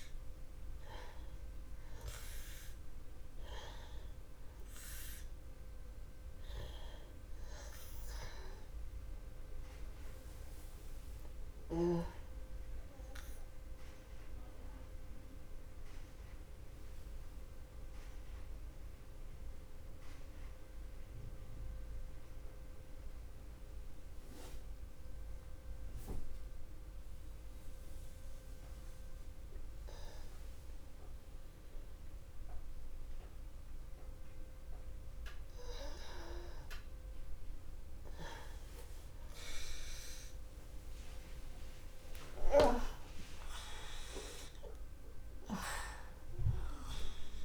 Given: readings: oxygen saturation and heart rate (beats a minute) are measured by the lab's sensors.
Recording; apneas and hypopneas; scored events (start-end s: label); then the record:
breathing in sleep by a room microphone; 1
0.00-10.50 s: oxygen desaturation (device-marked, oxygen 92% lowest, heart rate 64 extreme)
9.50-14.00 s: arousal
16.50-36.50 s: mixed apnea (oxygen 95% before, 88% lowest, heart rate 65 before, 46 extreme, up 2 after)
38.50-43.00 s: arousal
43.50-47.45 s: oxygen desaturation (device-marked, oxygen 96% before, 88% lowest, heart rate 67 before, 46 extreme)
From the record:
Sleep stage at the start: N2 (light sleep); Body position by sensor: on the back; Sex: male